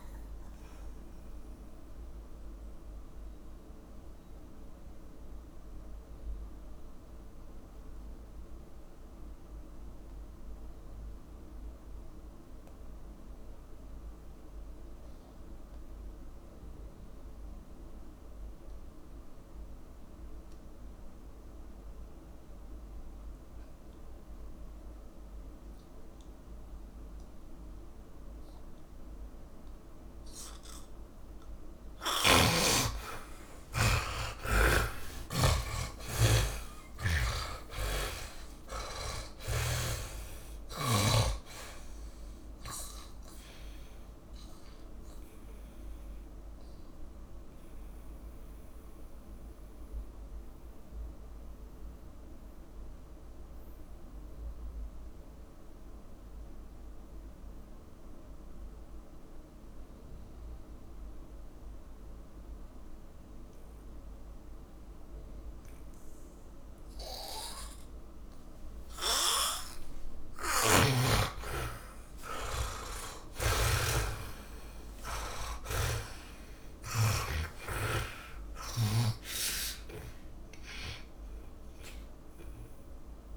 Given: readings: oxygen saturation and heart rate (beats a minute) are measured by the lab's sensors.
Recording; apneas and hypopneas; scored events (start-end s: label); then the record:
breathing in sleep by a room microphone; 2
0.00-19.50 s: oxygen desaturation (device-marked, oxygen 78% lowest)
0.00-83.37 s: tachycardia (device-marked, heart rate 213 extreme)
2.50-27.00 s: mixed apnea (oxygen 100% before, 77% lowest, heart rate 58 before, 156 extreme, up 18 after)
34.50-62.50 s: oxygen desaturation (device-marked, oxygen 98% before, 77% lowest, heart rate 187 before, 135 extreme)
35.00-41.50 s: arousal
47.00-67.50 s: mixed apnea (oxygen 100% before, 77% lowest, heart rate 178 before, 135 extreme)
69.00-73.50 s: arousal
70.50-77.50 s: snoring (device-marked)
72.50-83.37 s: oxygen desaturation (device-marked, oxygen 100% before, 80% lowest, heart rate 193 before, 135 extreme)
From the record:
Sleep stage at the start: N2 (light sleep); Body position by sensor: on the back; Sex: male